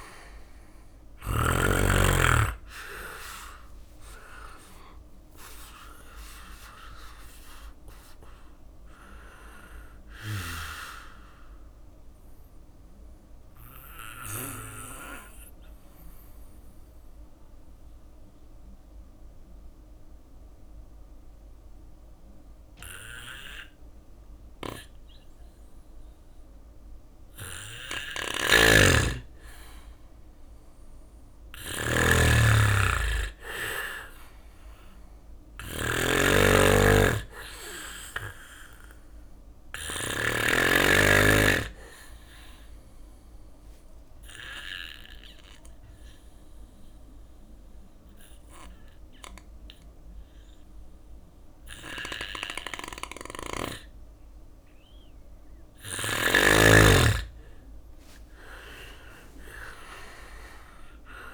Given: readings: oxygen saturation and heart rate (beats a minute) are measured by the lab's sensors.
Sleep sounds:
breathing in sleep by a room microphone; 2
0.00-1.00 s: snoring (device-marked)
0.50-14.50 s: drop in pulse transit time (device-marked, heart rate 67 before, 69 extreme)
2.50-23.50 s: oxygen desaturation (device-marked, oxygen 97% before, 91% lowest, heart rate 67 before, 65 extreme)
4.00-7.00 s: arousal
12.00-26.00 s: obstructive apnea (oxygen 97% before, 90% lowest, heart rate 71 before, 65 extreme, up 4 after)
27.50-39.50 s: snoring (device-marked)
29.00-31.50 s: arousal
36.50-51.50 s: oxygen desaturation (device-marked, oxygen 98% before, 92% lowest, heart rate 66 before, 62 extreme)
40.50-56.00 s: obstructive apnea (oxygen 98% before, 90% lowest, heart rate 67 before, 62 extreme, up 9 after)
57.00-61.00 s: arousal
57.50-61.34 s: drop in pulse transit time (device-marked, heart rate 67 before, 63 extreme)
From the record:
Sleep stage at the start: N2 (light sleep); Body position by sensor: on the back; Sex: male

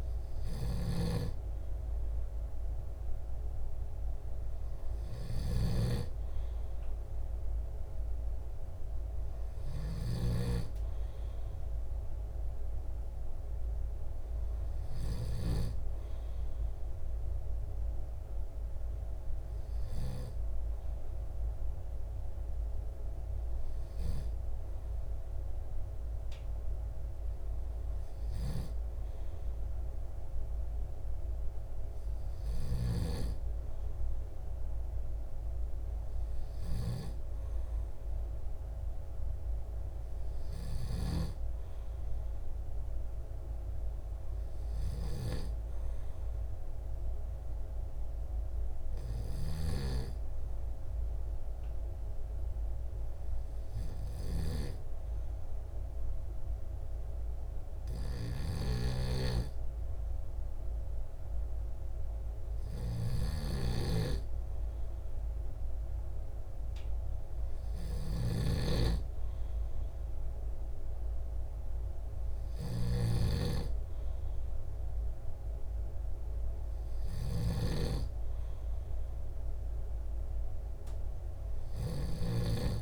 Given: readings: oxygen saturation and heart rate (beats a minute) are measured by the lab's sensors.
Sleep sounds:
breathing in sleep by a room microphone; none
1.00-11.00 s: snoring (device-marked)
59.00-78.50 s: snoring (device-marked)
From the record:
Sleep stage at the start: N2 (light sleep); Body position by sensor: on the back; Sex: male

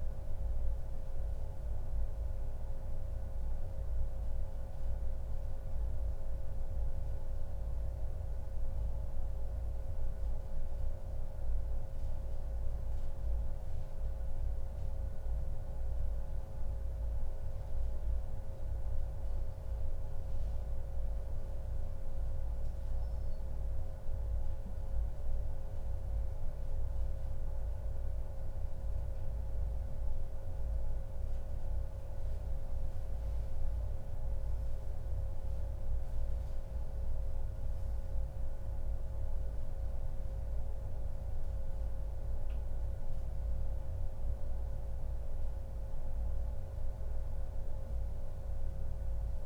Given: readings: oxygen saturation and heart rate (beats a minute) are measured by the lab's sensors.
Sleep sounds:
breathing in sleep, hard to hear, by a room microphone; none
30.50-34.50 s: arousal
From the record:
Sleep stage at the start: N1 (lightest sleep); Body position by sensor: on the back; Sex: male

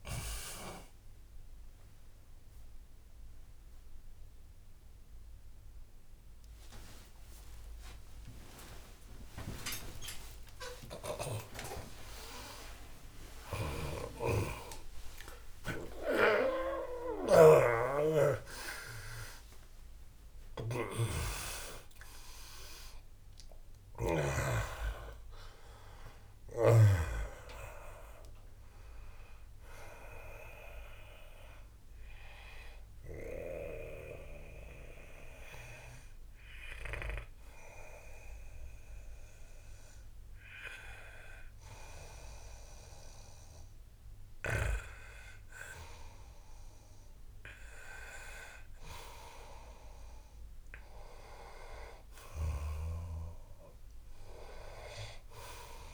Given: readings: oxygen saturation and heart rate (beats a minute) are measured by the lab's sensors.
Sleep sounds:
a person partly awake in a sleep study, by a room microphone; 1
0.00-4.00 s: oxygen desaturation (device-marked, oxygen 93% lowest, heart rate 73 extreme)
6.00-32.00 s: tachycardia (device-marked, heart rate 81 before, 126 extreme)
15.50-24.50 s: snoring (device-marked)
16.00-46.00 s: new sleep stage, N1 (lightest sleep)
30.00-42.50 s: hypopnea (oxygen 98% before, 91% lowest, heart rate 111 before, 74 extreme, up 13 after)
39.00-45.00 s: tachycardia (device-marked, heart rate 83 before, 105 extreme)
46.00-55.94 s: new sleep stage, N2 (light sleep)
46.50-50.50 s: arousal
49.00-55.94 s: oxygen desaturation (device-marked, oxygen 98% before, 94% lowest, heart rate 102 before, 74 extreme)
From the record:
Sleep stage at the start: awake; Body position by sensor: on the back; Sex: male

